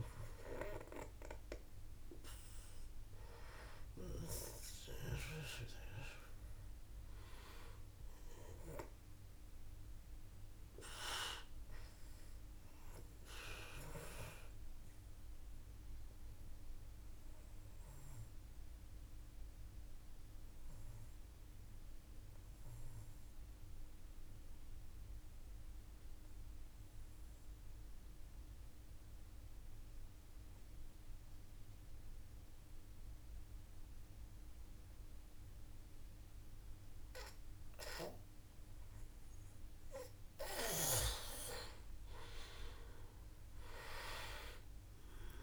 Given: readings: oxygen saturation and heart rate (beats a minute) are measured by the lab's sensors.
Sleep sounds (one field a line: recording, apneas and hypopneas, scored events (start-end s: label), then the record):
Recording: breathing in sleep by a room microphone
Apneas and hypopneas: 1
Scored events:
0.00-22.50 s: oxygen desaturation (device-marked, oxygen 91% lowest, heart rate 50 extreme)
13.00-38.50 s: obstructive apnea (oxygen 97% before, 89% lowest, heart rate 55 before, 50 extreme, up 4 after)
38.50-45.43 s: oxygen desaturation (device-marked, oxygen 98% before, 89% lowest, heart rate 53 before, 52 extreme)
42.50-45.43 s: arousal
From the record:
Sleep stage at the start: N2 (light sleep)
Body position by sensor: on the back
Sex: male